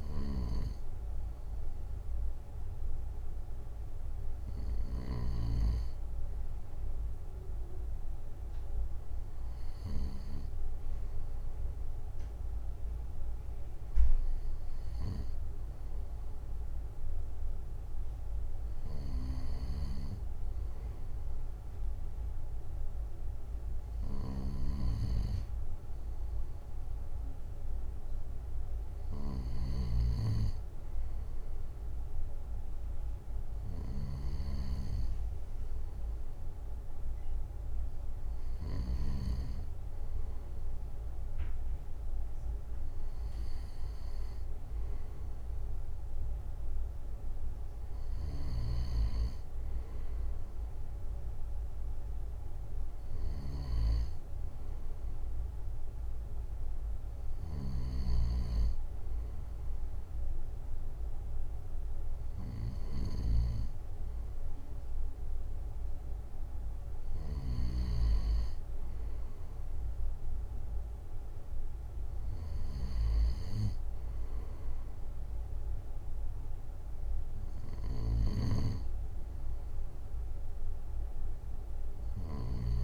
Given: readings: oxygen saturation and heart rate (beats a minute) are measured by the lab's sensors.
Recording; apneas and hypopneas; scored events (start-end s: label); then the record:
breathing in sleep by a room microphone; none
42.00-44.00 s: long interval between heartbeats (device-marked, heart rate 62 before, 62 extreme)
From the record:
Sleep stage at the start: N2 (light sleep); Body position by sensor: on the right side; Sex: male